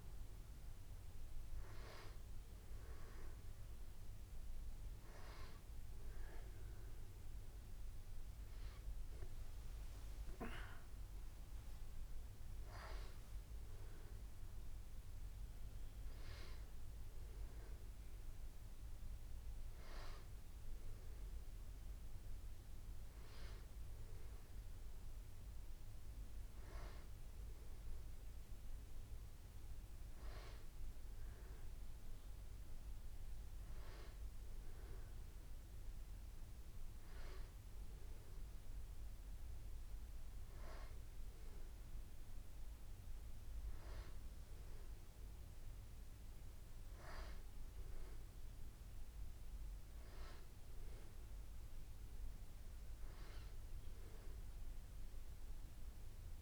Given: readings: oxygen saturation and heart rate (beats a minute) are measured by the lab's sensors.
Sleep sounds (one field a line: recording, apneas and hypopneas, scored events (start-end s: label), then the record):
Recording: breathing in sleep by a room microphone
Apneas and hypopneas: none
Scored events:
none scored
From the record:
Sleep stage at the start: N2 (light sleep)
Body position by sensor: on the back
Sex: female